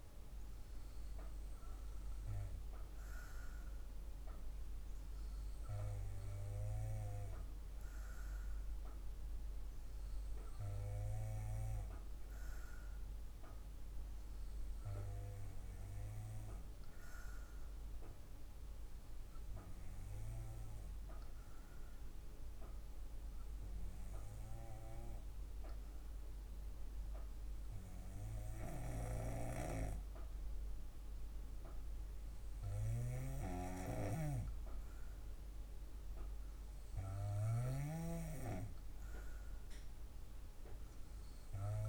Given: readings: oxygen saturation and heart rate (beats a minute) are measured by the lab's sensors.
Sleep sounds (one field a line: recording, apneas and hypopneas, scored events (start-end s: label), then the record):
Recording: breathing in sleep by a room microphone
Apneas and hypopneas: none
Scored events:
40.00-41.89 s: arousal
From the record:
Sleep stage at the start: N2 (light sleep)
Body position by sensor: on the back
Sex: female